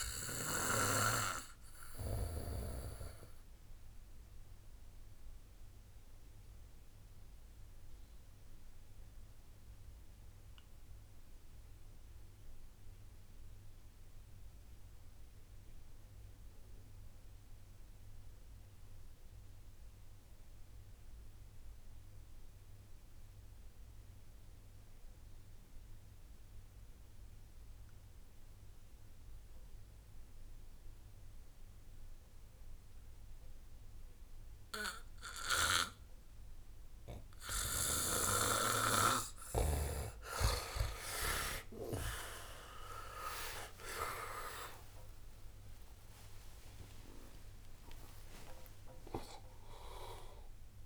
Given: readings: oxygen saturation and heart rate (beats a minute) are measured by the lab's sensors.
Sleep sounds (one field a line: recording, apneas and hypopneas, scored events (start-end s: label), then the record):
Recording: breathing in sleep by a room microphone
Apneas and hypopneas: 1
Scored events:
0.00-4.00 s: oxygen desaturation (device-marked, oxygen 89% lowest)
4.00-38.50 s: obstructive apnea (oxygen 94% before, 89% lowest)
30.00-50.86 s: oxygen desaturation (device-marked, oxygen 97% before, 89% lowest)
44.00-48.50 s: arousal
From the record:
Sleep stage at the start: REM sleep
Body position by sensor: on the back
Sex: male